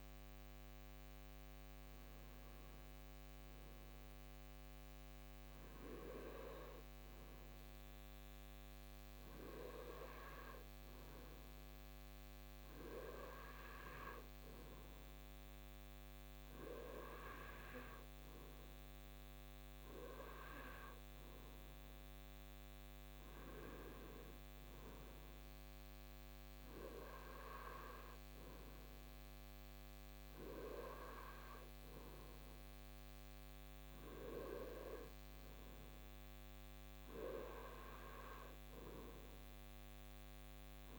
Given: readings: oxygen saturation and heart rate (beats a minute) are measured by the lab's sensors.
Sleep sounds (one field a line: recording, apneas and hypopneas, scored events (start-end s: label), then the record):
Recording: breathing in sleep by a microphone on the trachea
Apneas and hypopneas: none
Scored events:
none scored
From the record:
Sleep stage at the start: N2 (light sleep)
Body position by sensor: on the right side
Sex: male